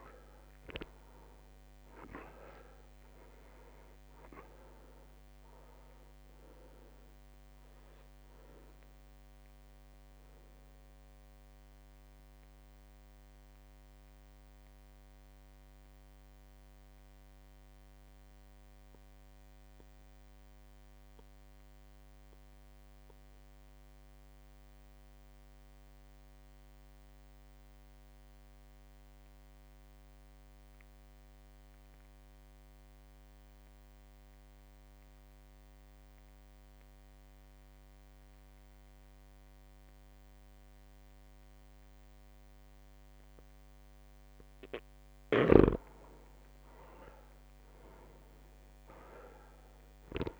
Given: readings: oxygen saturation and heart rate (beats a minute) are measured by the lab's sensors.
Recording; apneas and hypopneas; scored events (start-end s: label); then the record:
breathing in sleep by a microphone on the trachea; 1
0.00-1.50 s: arousal
0.00-30.00 s: oxygen desaturation (device-marked, oxygen 85% lowest, heart rate 52 extreme)
7.50-45.00 s: mixed apnea (oxygen 99% before, 85% lowest, heart rate 54 before, 52 extreme, up 1 after)
41.00-50.40 s: new sleep stage, N2 (light sleep)
45.00-50.40 s: oxygen desaturation (device-marked, oxygen 100% before, 85% lowest, heart rate 54 before, 54 extreme)
45.50-50.40 s: snoring (device-marked)
47.50-50.40 s: arousal
From the record:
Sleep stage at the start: REM sleep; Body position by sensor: on the back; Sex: male